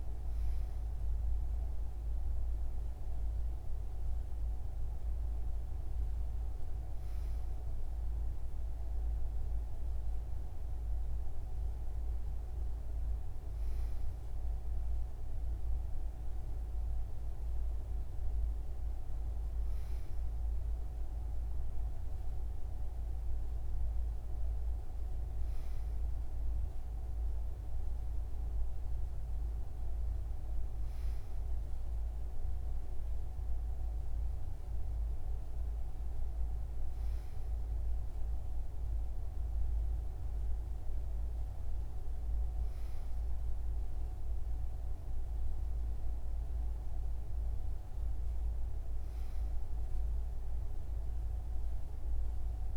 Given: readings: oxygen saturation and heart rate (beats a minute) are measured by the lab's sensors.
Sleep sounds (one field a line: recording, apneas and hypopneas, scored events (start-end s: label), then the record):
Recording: breathing in sleep, hard to hear, by a room microphone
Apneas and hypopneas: none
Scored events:
none scored
From the record:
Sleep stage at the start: N2 (light sleep)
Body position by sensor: on the right side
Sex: male